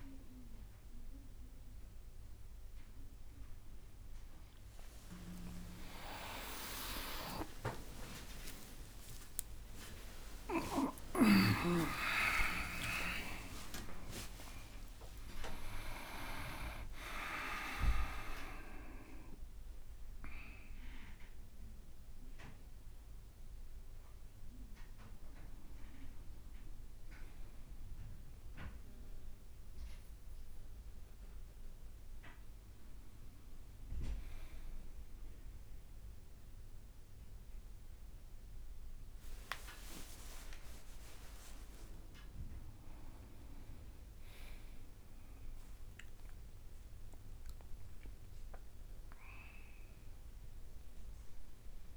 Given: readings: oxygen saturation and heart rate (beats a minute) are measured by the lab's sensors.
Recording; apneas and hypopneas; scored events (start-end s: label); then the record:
a person awake in a sleep study, by a room microphone; none
7.50-9.50 s: long interval between heartbeats (device-marked, heart rate 58 before, 62 extreme)
9.50-15.50 s: tachycardia (device-marked, heart rate 60 before, 125 extreme)
10.50-23.50 s: oxygen desaturation (device-marked, oxygen 95% before, 91% lowest, heart rate 59 before, 60 extreme)
11.00-13.00 s: long interval between heartbeats (device-marked, heart rate 59 before, 77 extreme)
14.00-16.00 s: long interval between heartbeats (device-marked, heart rate 64 before, 118 extreme)
38.50-44.00 s: leg movement (device-marked)
39.00-41.00 s: long interval between heartbeats (device-marked, heart rate 68 before, 69 extreme)
41.00-43.00 s: long interval between heartbeats (device-marked, heart rate 66 before, 78 extreme)
50.50-51.97 s: new sleep stage, N1 (lightest sleep)
From the record:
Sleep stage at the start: awake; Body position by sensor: on the back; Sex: male